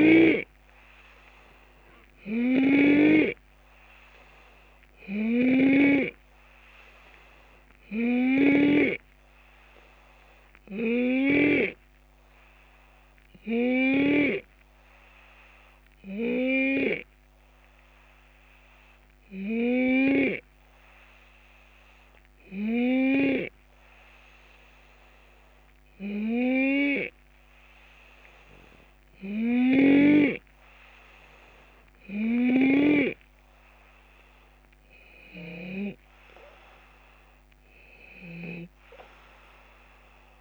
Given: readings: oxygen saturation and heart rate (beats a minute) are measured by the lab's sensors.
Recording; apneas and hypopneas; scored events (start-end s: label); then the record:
breathing in sleep by a microphone on the trachea; none
2.00-11.50 s: snoring (device-marked)
32.00-38.50 s: snoring (device-marked)
From the record:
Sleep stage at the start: N2 (light sleep); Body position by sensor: on the left side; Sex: male